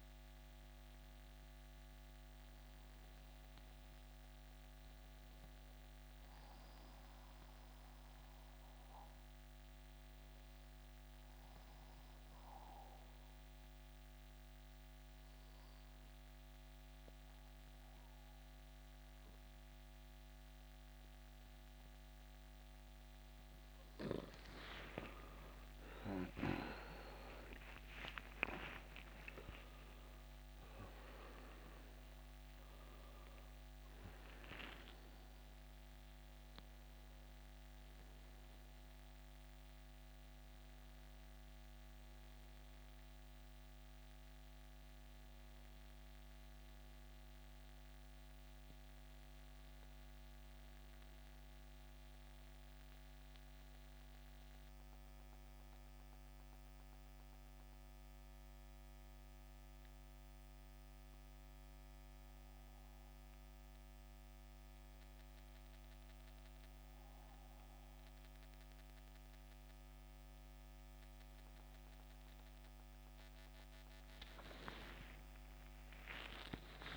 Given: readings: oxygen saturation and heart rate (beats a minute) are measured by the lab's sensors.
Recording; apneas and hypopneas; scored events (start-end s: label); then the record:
breathing in sleep by a microphone on the trachea; 1
0.00-10.50 s: oxygen desaturation (device-marked, oxygen 86% lowest, heart rate 69 extreme)
8.00-23.00 s: obstructive apnea (oxygen 92% before, 82% lowest, heart rate 73 before, 69 extreme, up 10 after)
24.00-27.50 s: arousal
27.50-76.97 s: new sleep stage, N1 (lightest sleep)
36.50-53.50 s: oxygen desaturation (device-marked, oxygen 90% before, 82% lowest, heart rate 75 before, 71 extreme)
73.00-76.97 s: arousal
From the record:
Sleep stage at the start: N2 (light sleep); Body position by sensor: on the back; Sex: male